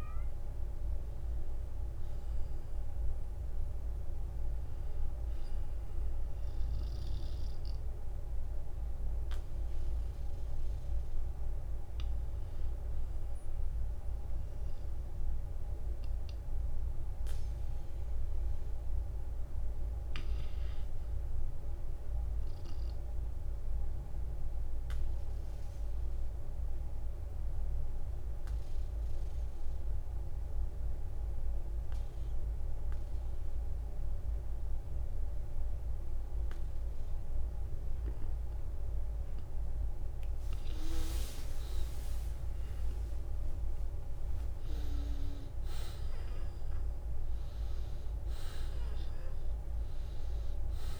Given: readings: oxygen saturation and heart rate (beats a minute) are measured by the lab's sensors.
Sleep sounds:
breathing in sleep, hard to hear, by a room microphone; 1
8.50-23.50 s: oxygen desaturation (device-marked, oxygen 94% before, 86% lowest, heart rate 63 before, 42 extreme)
24.00-39.50 s: obstructive apnea (oxygen 95% before, 87% lowest, heart rate 57 before, 42 extreme, up 18 after)
38.50-40.50 s: long interval between heartbeats (device-marked, heart rate 51 before, 60 extreme)
40.50-51.00 s: oxygen desaturation (device-marked, oxygen 96% before, 92% lowest, heart rate 52 before, 49 extreme)
41.50-46.00 s: arousal
From the record:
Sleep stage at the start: N2 (light sleep); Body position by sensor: on the back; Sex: male

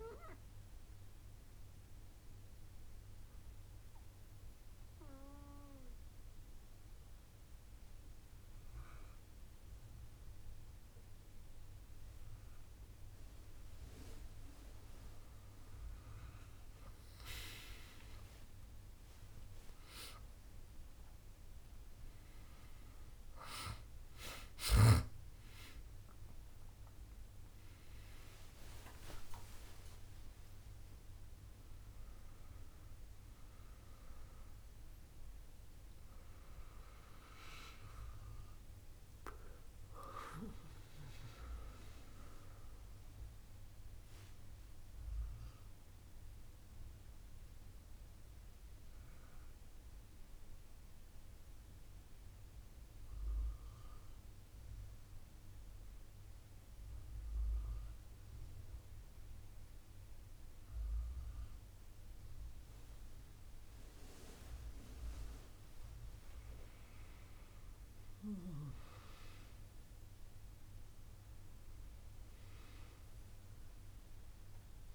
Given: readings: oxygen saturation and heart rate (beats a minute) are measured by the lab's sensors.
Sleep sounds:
breathing in sleep by a room microphone; 2
0.00-19.00 s: oxygen desaturation (device-marked, oxygen 93% lowest, heart rate 68 extreme)
5.00-15.00 s: obstructive apnea (oxygen 100% before, 93% lowest, heart rate 73 before, 69 extreme, up 31 after)
19.50-25.00 s: arousal
44.50-65.50 s: mixed apnea (oxygen 98% before, 95% lowest, heart rate 93 before, 67 extreme, up 48 after)
64.00-74.95 s: new sleep stage, N2 (light sleep)
67.00-71.50 s: arousal
70.00-74.95 s: oxygen desaturation (device-marked, oxygen 99% before, 95% lowest, heart rate 76 before, 68 extreme)
From the record:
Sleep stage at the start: N1 (lightest sleep); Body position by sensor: on the back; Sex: female

